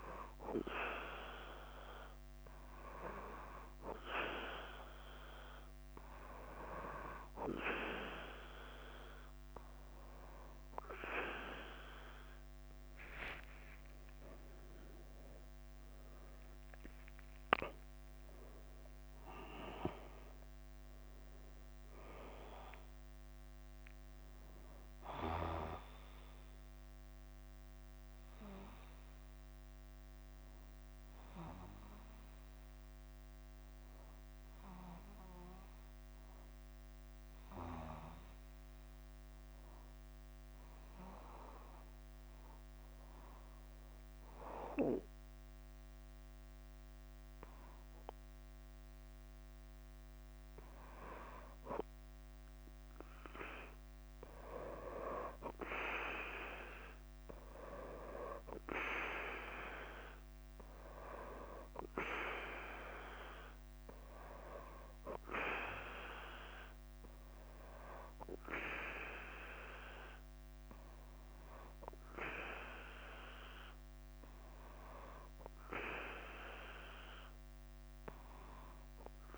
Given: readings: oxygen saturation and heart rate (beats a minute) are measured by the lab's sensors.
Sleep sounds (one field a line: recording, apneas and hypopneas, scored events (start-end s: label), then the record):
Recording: breathing in sleep by a microphone on the trachea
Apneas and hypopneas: 1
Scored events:
0.00-79.38 s: bradycardia (device-marked, heart rate 51 before, 44 extreme)
1.00-3.00 s: long interval between heartbeats (device-marked, heart rate 54 before, 63 extreme)
13.00-16.50 s: arousal
30.00-49.00 s: obstructive apnea (oxygen 97% before, 94% lowest, heart rate 54 before, 51 extreme, up 3 after)
53.00-55.50 s: arousal
From the record:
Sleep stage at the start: N2 (light sleep)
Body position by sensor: on the back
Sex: male